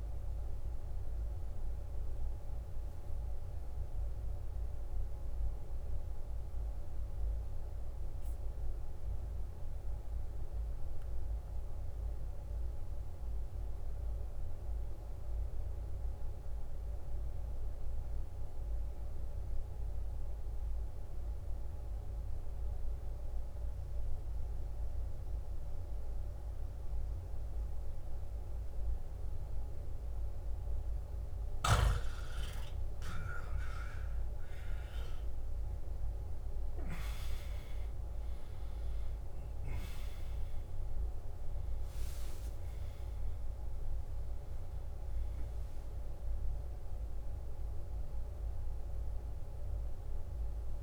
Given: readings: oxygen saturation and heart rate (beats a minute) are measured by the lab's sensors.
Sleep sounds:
breathing in sleep, hard to hear, by a room microphone; 1
0.00-10.50 s: oxygen desaturation (device-marked, oxygen 84% lowest, heart rate 56 extreme)
4.50-30.50 s: mixed apnea (oxygen 93% before, 84% lowest, heart rate 70 before, 56 extreme, up 12 after)
28.50-50.82 s: oxygen desaturation (device-marked, oxygen 98% before, 86% lowest, heart rate 57 before, 55 extreme)
31.50-36.50 s: arousal
From the record:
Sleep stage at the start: N2 (light sleep); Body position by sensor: on the back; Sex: male

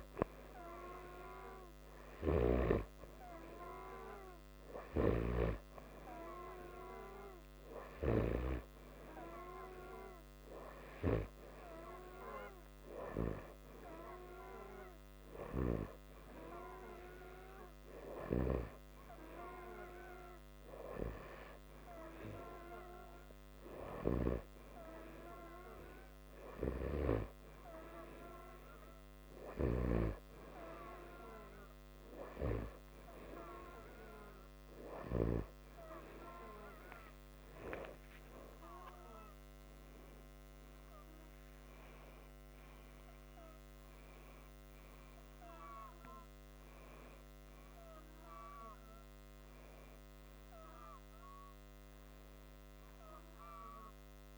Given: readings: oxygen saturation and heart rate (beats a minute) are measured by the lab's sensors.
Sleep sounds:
breathing in sleep by a microphone on the trachea; none
37.50-54.38 s: new sleep stage, N2 (light sleep)
38.00-43.50 s: arousal
From the record:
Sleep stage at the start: N3 (deep sleep); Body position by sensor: upright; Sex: male

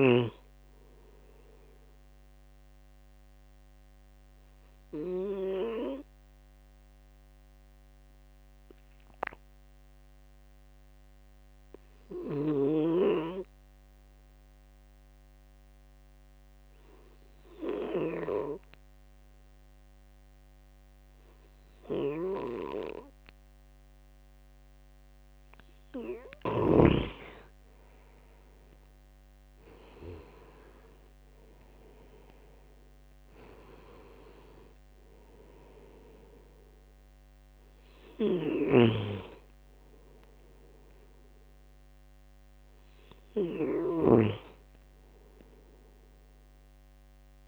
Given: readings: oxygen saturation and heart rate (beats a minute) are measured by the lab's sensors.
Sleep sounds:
breathing in sleep by a microphone on the trachea; 1
0.00-5.00 s: oxygen desaturation (device-marked, oxygen 93% lowest, heart rate 73 extreme)
2.50-24.50 s: obstructive apnea (oxygen 99% before, 92% lowest, heart rate 80 before, 73 extreme, up 6 after)
27.50-31.50 s: arousal
29.00-47.48 s: oxygen desaturation (device-marked, oxygen 98% before, 92% lowest, heart rate 75 before, 72 extreme)
From the record:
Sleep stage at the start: N2 (light sleep); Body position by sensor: on the right side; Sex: male

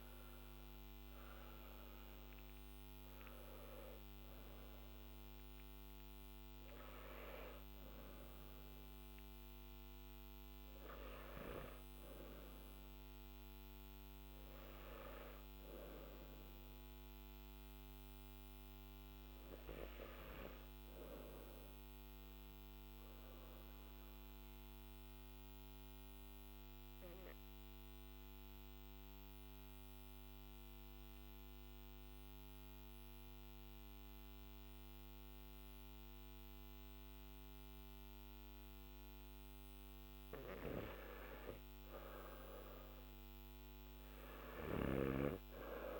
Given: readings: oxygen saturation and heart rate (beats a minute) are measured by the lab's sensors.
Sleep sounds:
breathing in sleep by a microphone on the trachea; 1
12.50-46.00 s: new sleep stage, N3 (deep sleep)
21.50-39.50 s: obstructive apnea (oxygen 96% before, 90% lowest, heart rate 54 before, 48 extreme, up 7 after)
43.50-46.00 s: oxygen desaturation (device-marked, oxygen 98% before, 90% lowest, heart rate 52 before, 48 extreme)
From the record:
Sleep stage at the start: N1 (lightest sleep); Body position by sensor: on the back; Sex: male

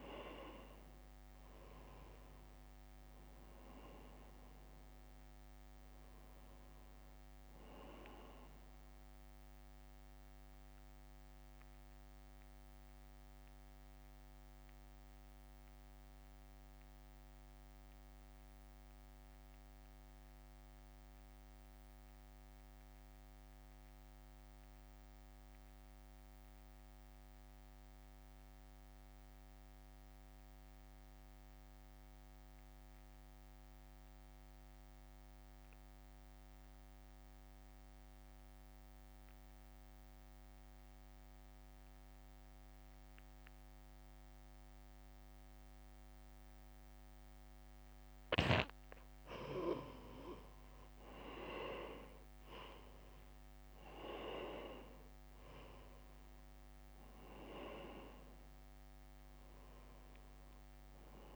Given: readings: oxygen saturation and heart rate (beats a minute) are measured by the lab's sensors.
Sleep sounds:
breathing in sleep by a microphone on the trachea; 1
0.00-29.50 s: oxygen desaturation (device-marked, oxygen 83% lowest, heart rate 53 extreme)
0.50-5.50 s: arousal
1.50-14.50 s: drop in pulse transit time (device-marked, heart rate 60 before, 53 extreme)
11.00-48.50 s: mixed apnea (oxygen 97% before, 83% lowest, heart rate 58 before, 54 extreme, up 6 after)
31.00-33.00 s: long interval between heartbeats (device-marked, heart rate 60 before, 66 extreme)
38.50-61.36 s: oxygen desaturation (device-marked, oxygen 98% before, 83% lowest, heart rate 65 before, 54 extreme)
51.50-55.00 s: arousal
54.50-61.36 s: drop in pulse transit time (device-marked, heart rate 61 before, 55 extreme)
From the record:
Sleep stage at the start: N2 (light sleep); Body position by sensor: on the right side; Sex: male

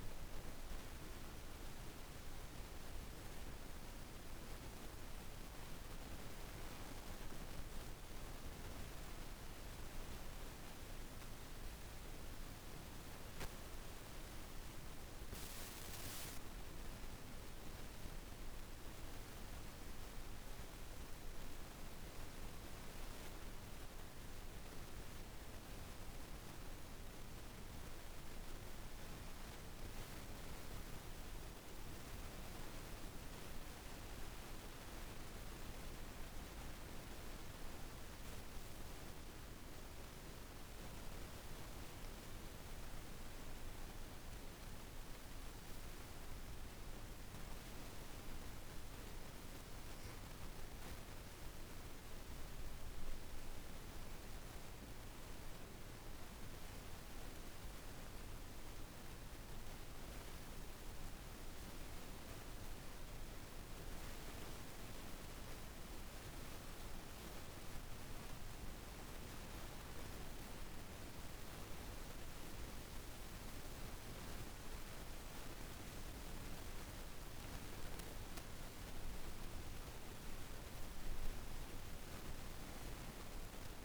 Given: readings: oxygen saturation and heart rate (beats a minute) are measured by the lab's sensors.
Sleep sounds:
breathing in sleep, hard to hear, by a room microphone; 1
36.50-49.00 s: obstructive apnea (oxygen 97% before, 87% lowest)
51.00-56.50 s: arousal
51.00-72.00 s: oxygen desaturation (device-marked, oxygen 96% before, 87% lowest)
From the record:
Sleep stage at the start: N2 (light sleep); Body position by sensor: on the back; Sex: female

